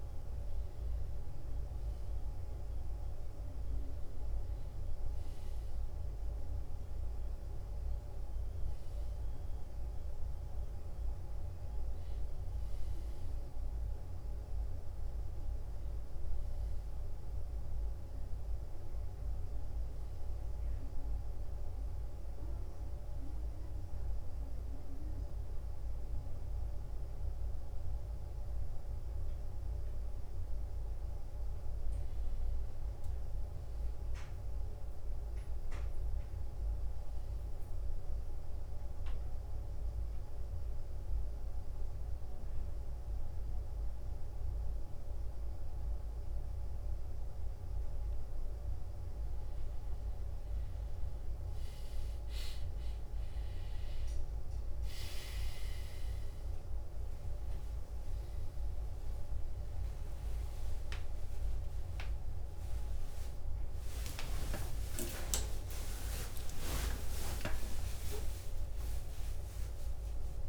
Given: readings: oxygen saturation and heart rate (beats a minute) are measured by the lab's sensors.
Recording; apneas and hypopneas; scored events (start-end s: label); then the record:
breathing in sleep by a room microphone; 1
33.00-36.50 s: arousal
38.50-49.00 s: mixed apnea (oxygen 95% before, 87% lowest, heart rate 64 before, 64 extreme, up 3 after)
43.00-48.00 s: oxygen desaturation (device-marked, oxygen 95% before, 91% lowest, heart rate 65 before, 64 extreme)
57.00-70.49 s: oxygen desaturation (device-marked, oxygen 93% before, 87% lowest, heart rate 65 before, 66 extreme)
64.00-70.49 s: new sleep stage, awake
65.00-68.00 s: tachycardia (device-marked, heart rate 66 before, 98 extreme)
65.50-67.50 s: long interval between heartbeats (device-marked, heart rate 66 before, 80 extreme)
From the record:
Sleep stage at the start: N1 (lightest sleep); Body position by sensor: on the back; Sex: male